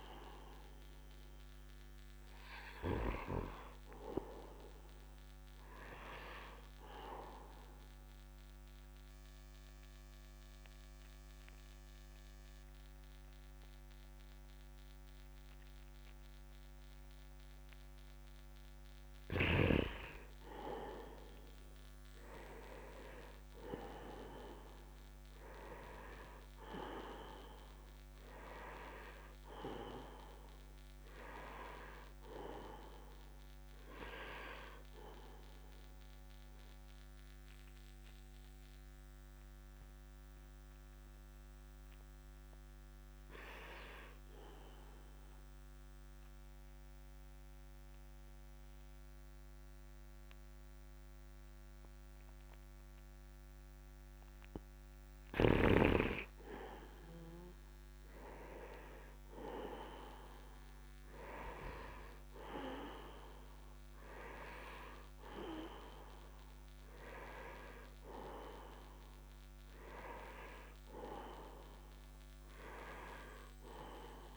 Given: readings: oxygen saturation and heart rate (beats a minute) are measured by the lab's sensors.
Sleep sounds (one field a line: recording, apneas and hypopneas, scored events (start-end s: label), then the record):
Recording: breathing in sleep by a microphone on the trachea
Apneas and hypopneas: 2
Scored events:
8.00-19.50 s: obstructive apnea (oxygen 98% before, 89% lowest, heart rate 69 before, 66 extreme, up 0 after)
10.00-18.00 s: oxygen desaturation (device-marked, oxygen 97% before, 94% lowest, heart rate 69 before, 66 extreme)
20.00-48.00 s: oxygen desaturation (device-marked, oxygen 98% before, 89% lowest, heart rate 68 before, 65 extreme)
20.50-25.00 s: arousal
36.00-54.00 s: obstructive apnea (oxygen 98% before, 89% lowest, heart rate 68 before, 65 extreme, up 0 after)
55.50-59.50 s: arousal
61.00-74.37 s: oxygen desaturation (device-marked, oxygen 98% before, 89% lowest, heart rate 69 before, 66 extreme)
From the record:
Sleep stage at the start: N2 (light sleep)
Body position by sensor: upright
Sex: male